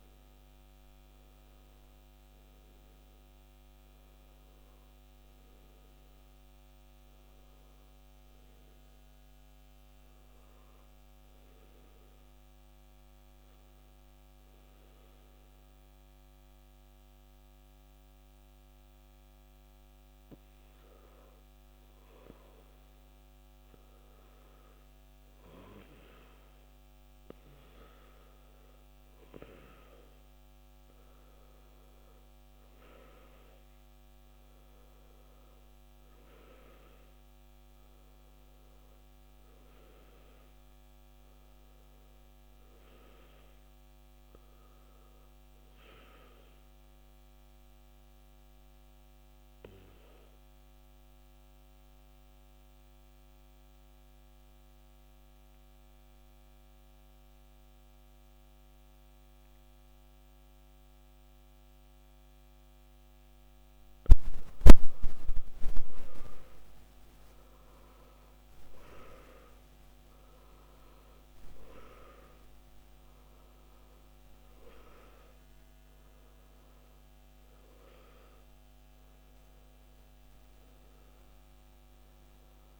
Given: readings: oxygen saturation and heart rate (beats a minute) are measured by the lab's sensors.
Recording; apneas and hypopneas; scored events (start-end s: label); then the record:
breathing in sleep by a microphone on the trachea; 2
1.50-6.00 s: arousal
12.00-23.00 s: obstructive apnea (oxygen 98% before, 93% lowest, heart rate 66 before, 55 extreme, up 3 after)
28.00-42.00 s: oxygen desaturation (device-marked, oxygen 97% before, 93% lowest, heart rate 58 before, 53 extreme)
30.50-35.50 s: arousal
48.50-63.50 s: obstructive apnea (oxygen 97% before, 92% lowest, heart rate 62 before, 54 extreme, up 10 after)
67.50-73.00 s: arousal
From the record:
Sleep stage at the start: N2 (light sleep); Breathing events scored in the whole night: 168 in 3.0 hours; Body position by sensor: on the back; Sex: male